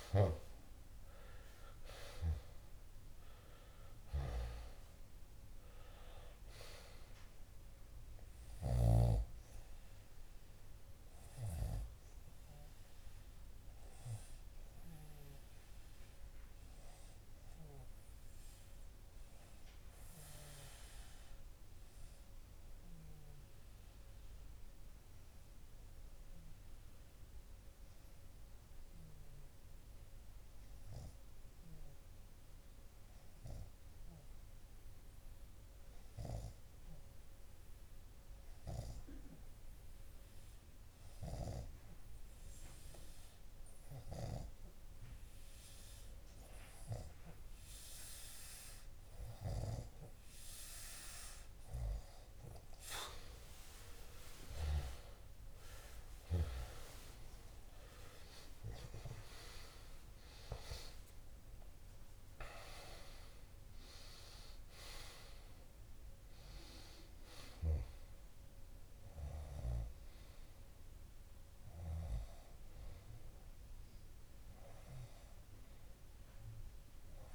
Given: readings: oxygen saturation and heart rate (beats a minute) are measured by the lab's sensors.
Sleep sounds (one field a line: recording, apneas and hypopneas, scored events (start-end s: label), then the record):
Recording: breathing in sleep by a room microphone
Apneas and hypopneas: 1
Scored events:
0.00-12.00 s: oxygen desaturation (device-marked, oxygen 93% lowest)
10.50-50.50 s: obstructive apnea (oxygen 97% before, 94% lowest)
57.00-61.50 s: arousal
From the record:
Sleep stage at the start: N2 (light sleep)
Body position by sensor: on the left side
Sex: male